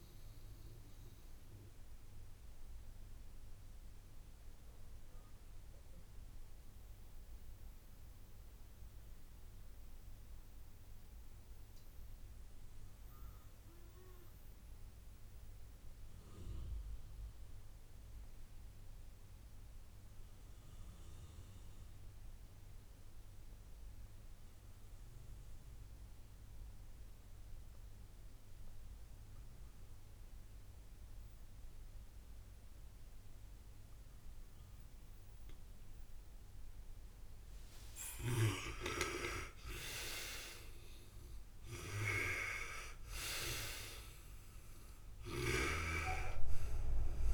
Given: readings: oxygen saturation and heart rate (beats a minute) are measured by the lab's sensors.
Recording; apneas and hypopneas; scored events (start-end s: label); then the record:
breathing in sleep by a room microphone; 1
0.00-20.50 s: oxygen desaturation (device-marked, oxygen 80% lowest, heart rate 56 extreme)
1.50-37.00 s: mixed apnea (oxygen 96% before, 80% lowest, heart rate 63 before, 56 extreme, up 6 after)
33.50-47.34 s: oxygen desaturation (device-marked, oxygen 98% before, 82% lowest, heart rate 59 before, 56 extreme)
38.00-43.00 s: arousal
From the record:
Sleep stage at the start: N2 (light sleep); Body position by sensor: on the back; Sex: male